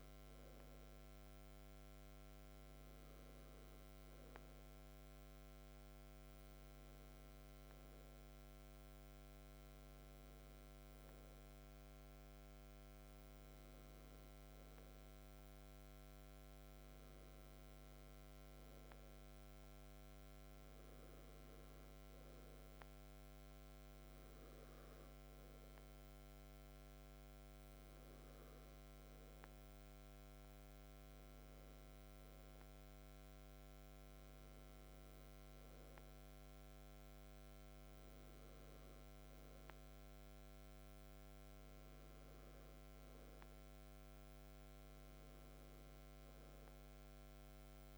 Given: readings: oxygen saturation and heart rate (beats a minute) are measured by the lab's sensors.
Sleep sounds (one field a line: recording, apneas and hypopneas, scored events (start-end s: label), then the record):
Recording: breathing in sleep, hard to hear, by a microphone on the trachea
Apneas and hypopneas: none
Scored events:
none scored
From the record:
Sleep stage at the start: N2 (light sleep)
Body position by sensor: on the back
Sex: male